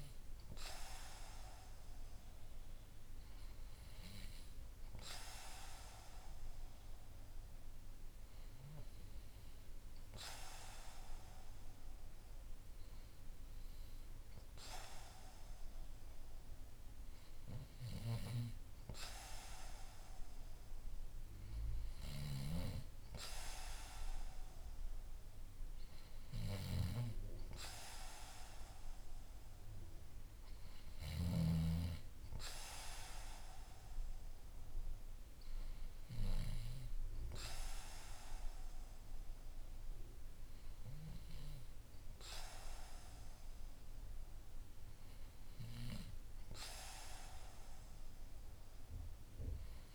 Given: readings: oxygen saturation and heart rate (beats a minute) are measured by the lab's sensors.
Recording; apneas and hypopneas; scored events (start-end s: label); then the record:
breathing in sleep by a room microphone; none
none scored
From the record:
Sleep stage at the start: N2 (light sleep); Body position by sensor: on the back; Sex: male